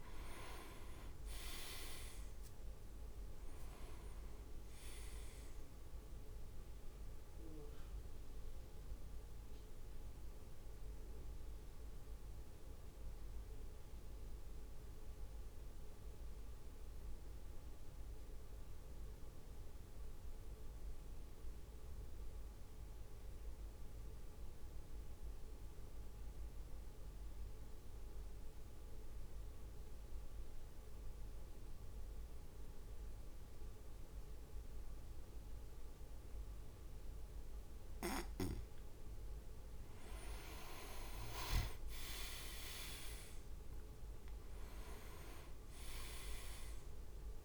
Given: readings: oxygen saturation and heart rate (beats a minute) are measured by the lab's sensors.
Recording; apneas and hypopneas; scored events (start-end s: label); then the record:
breathing in sleep by a room microphone; 1
0.00-10.00 s: drop in pulse transit time (device-marked, heart rate 58 extreme)
14.50-39.00 s: mixed apnea (oxygen 100% before, 94% lowest, heart rate 59 before, 53 extreme, up 6 after)
16.00-25.00 s: oxygen desaturation (device-marked, oxygen 98% before, 94% lowest, heart rate 59 before, 53 extreme)
40.00-42.50 s: leg movement (device-marked)
40.00-47.45 s: oxygen desaturation (device-marked, oxygen 100% before, 95% lowest, heart rate 55 before, 53 extreme)
41.00-44.50 s: arousal
42.00-47.45 s: drop in pulse transit time (device-marked, heart rate 56 before, 56 extreme)
From the record:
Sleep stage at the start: N2 (light sleep); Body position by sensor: on the back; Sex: male